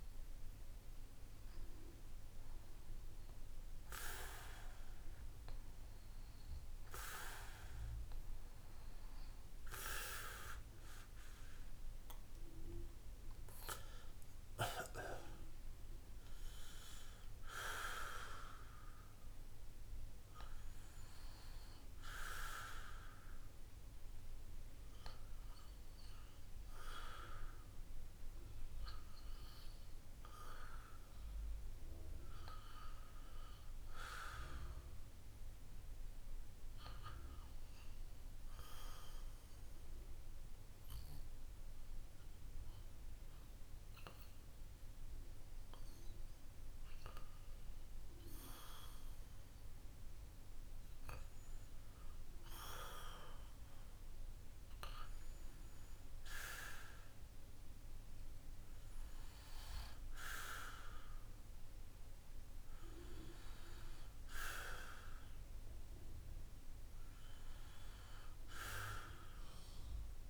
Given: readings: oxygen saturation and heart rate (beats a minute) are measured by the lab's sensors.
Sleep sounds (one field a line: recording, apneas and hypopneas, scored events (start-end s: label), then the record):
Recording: breathing in sleep by a room microphone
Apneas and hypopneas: 1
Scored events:
11.00-14.50 s: arousal
26.50-45.50 s: hypopnea (oxygen 96% before, 93% lowest, heart rate 60 before, 54 extreme, up 0 after)
45.50-48.50 s: arousal
From the record:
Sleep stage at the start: N2 (light sleep)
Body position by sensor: on the back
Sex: male